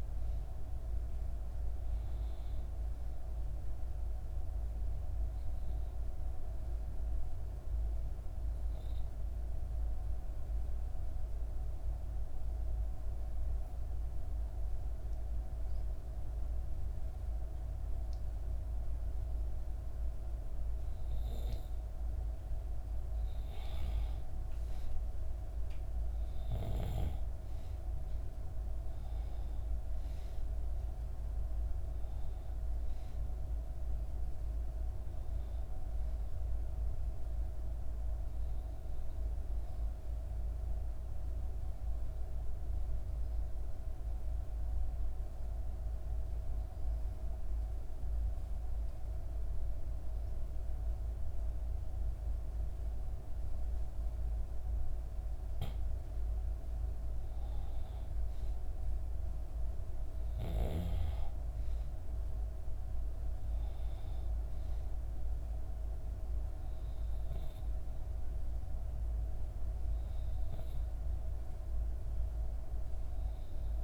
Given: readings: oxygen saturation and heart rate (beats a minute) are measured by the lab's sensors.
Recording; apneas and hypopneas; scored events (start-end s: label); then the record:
breathing in sleep, hard to hear, by a room microphone; 2
0.00-15.00 s: oxygen desaturation (device-marked, oxygen 89% lowest, heart rate 58 extreme)
4.00-22.00 s: obstructive apnea (oxygen 95% before, 89% lowest, heart rate 60 before, 58 extreme, up 5 after)
26.00-47.00 s: oxygen desaturation (device-marked, oxygen 96% before, 90% lowest, heart rate 59 before, 58 extreme)
26.50-31.00 s: arousal
37.50-54.50 s: obstructive apnea (oxygen 96% before, 90% lowest, heart rate 61 before, 58 extreme, up 5 after)
56.00-60.00 s: arousal
61.00-73.84 s: oxygen desaturation (device-marked, oxygen 97% before, 92% lowest, heart rate 59 before, 57 extreme)
From the record:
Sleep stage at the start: N2 (light sleep); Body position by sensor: on the back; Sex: female